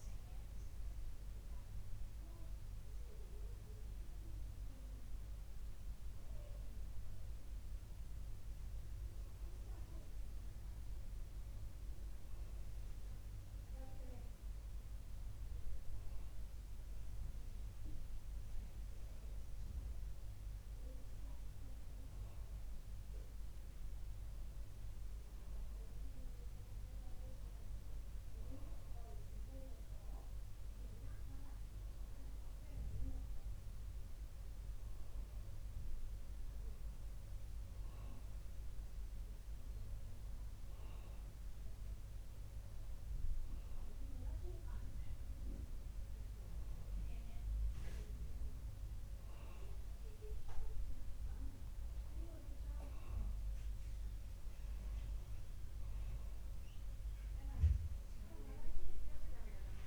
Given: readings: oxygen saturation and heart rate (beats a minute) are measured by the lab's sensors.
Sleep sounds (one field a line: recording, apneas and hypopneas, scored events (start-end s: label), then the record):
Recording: breathing in sleep by a room microphone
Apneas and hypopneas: none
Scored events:
none scored
From the record:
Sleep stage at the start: N2 (light sleep)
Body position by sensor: on the back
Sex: male